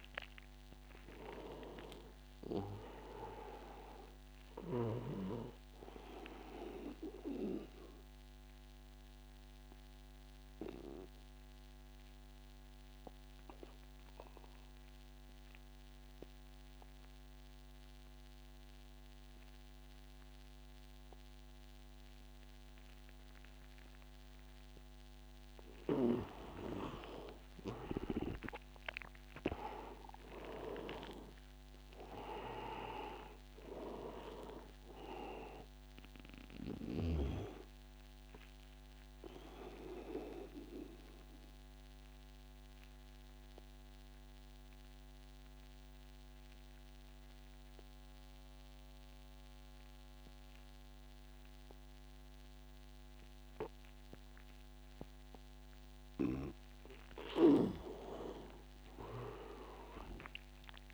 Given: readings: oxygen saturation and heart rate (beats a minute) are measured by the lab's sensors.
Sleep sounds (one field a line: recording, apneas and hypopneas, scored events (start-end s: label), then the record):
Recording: breathing in sleep by a microphone on the trachea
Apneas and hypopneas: 2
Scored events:
0.00-18.50 s: oxygen desaturation (device-marked, oxygen 89% lowest, heart rate 82 extreme)
6.50-25.00 s: obstructive apnea (oxygen 97% before, 88% lowest, heart rate 90 before, 81 extreme, up 5 after)
26.50-48.50 s: oxygen desaturation (device-marked, oxygen 99% before, 88% lowest, heart rate 88 before, 81 extreme)
27.50-31.50 s: arousal
38.00-56.50 s: obstructive apnea (oxygen 99% before, 86% lowest, heart rate 89 before, 81 extreme, up 7 after)
58.00-60.93 s: arousal
From the record:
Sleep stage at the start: N2 (light sleep)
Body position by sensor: on the right side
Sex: male